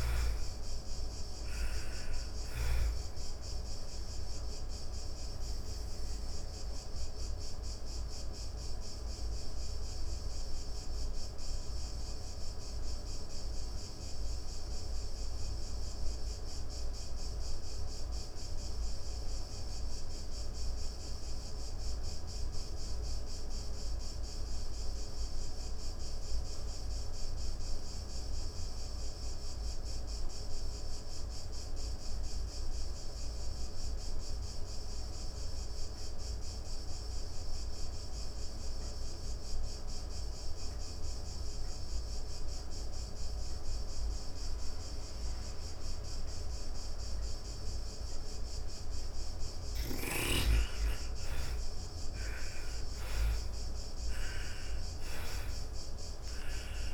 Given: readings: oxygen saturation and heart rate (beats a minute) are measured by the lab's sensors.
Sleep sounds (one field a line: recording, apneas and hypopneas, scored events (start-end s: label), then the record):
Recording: breathing in sleep, hard to hear, by a room microphone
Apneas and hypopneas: 1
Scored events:
0.00-22.00 s: oxygen desaturation (device-marked, oxygen 79% lowest, heart rate 106 extreme)
6.50-48.00 s: obstructive apnea (oxygen 97% before, 72% lowest, heart rate 145 before, 103 extreme, up 15 after)
30.00-56.94 s: oxygen desaturation (device-marked, oxygen 99% before, 72% lowest, heart rate 147 before, 103 extreme)
52.00-56.94 s: arousal
From the record:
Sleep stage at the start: N2 (light sleep)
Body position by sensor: on the back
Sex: female